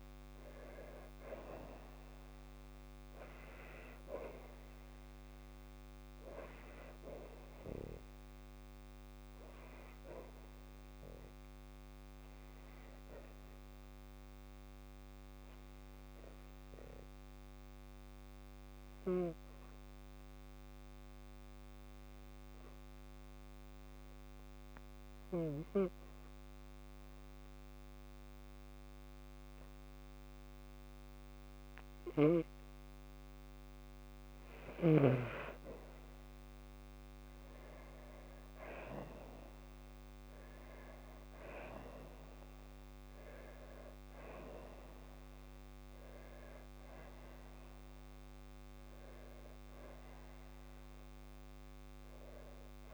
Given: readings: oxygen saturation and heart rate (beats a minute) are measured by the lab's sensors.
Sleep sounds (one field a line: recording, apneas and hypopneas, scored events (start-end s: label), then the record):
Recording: breathing in sleep by a microphone on the trachea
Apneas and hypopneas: 1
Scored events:
12.50-27.50 s: oxygen desaturation (device-marked, oxygen 95% before, 91% lowest, heart rate 56 before, 52 extreme)
15.50-32.00 s: obstructive apnea (oxygen 96% before, 90% lowest, heart rate 55 before, 52 extreme, up 5 after)
36.00-39.50 s: arousal
From the record:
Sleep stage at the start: N2 (light sleep)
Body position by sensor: on the back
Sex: female